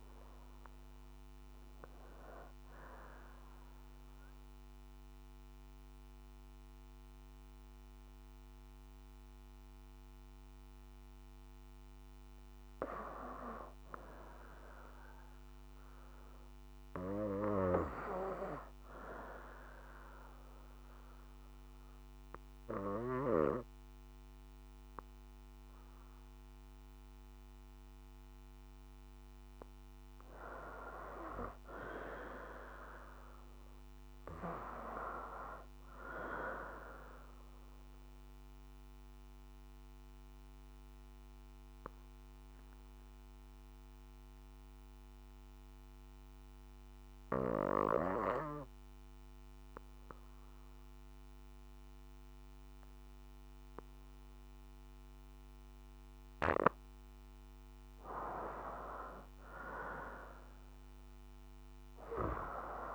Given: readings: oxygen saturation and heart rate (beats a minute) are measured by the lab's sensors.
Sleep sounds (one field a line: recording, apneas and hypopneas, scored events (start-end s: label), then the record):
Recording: breathing in sleep by a microphone on the trachea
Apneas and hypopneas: 3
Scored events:
0.00-20.50 s: oxygen desaturation (device-marked, oxygen 81% lowest, heart rate 58 extreme)
3.00-13.00 s: obstructive apnea (oxygen 92% before, 80% lowest, heart rate 64 before, 58 extreme, up 3 after)
14.00-16.50 s: arousal
19.50-30.50 s: obstructive apnea (oxygen 92% before, 79% lowest, heart rate 62 before, 58 extreme, up 2 after)
32.50-36.50 s: arousal
38.50-57.00 s: obstructive apnea (oxygen 97% before, 79% lowest, heart rate 60 before, 58 extreme, up 5 after)
40.50-53.50 s: oxygen desaturation (device-marked, oxygen 92% before, 83% lowest, heart rate 60 before, 58 extreme)
58.50-62.95 s: oxygen desaturation (device-marked, oxygen 94% before, 79% lowest, heart rate 60 before, 58 extreme)
59.00-62.50 s: arousal
From the record:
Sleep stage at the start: N2 (light sleep)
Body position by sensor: on the back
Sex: female